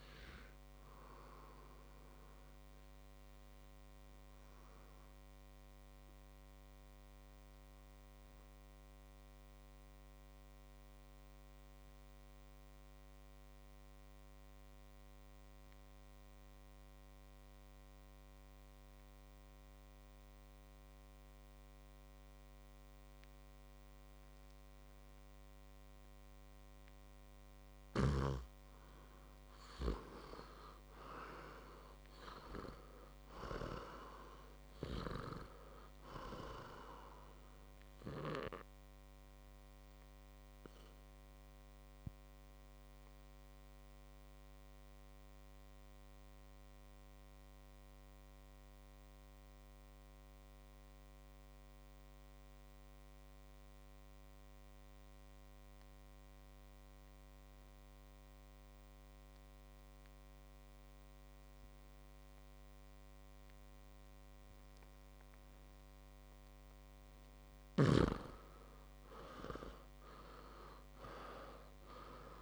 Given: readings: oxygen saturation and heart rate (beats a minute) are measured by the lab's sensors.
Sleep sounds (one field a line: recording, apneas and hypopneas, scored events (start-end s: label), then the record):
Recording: breathing in sleep by a microphone on the trachea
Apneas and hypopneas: 2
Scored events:
0.00-11.00 s: oxygen desaturation (device-marked, oxygen 88% lowest, heart rate 59 extreme)
3.50-25.50 s: obstructive apnea (oxygen 99% before, 88% lowest, heart rate 67 before, 58 extreme, up 2 after)
25.00-52.00 s: oxygen desaturation (device-marked, oxygen 99% before, 90% lowest, heart rate 62 before, 58 extreme)
29.50-33.50 s: arousal
38.50-66.00 s: obstructive apnea (oxygen 100% before, 89% lowest, heart rate 64 before, 58 extreme, up 8 after)
64.00-72.42 s: oxygen desaturation (device-marked, oxygen 99% before, 89% lowest, heart rate 60 before, 58 extreme)
69.00-72.42 s: arousal
From the record:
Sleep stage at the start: N2 (light sleep)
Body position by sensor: on the back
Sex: male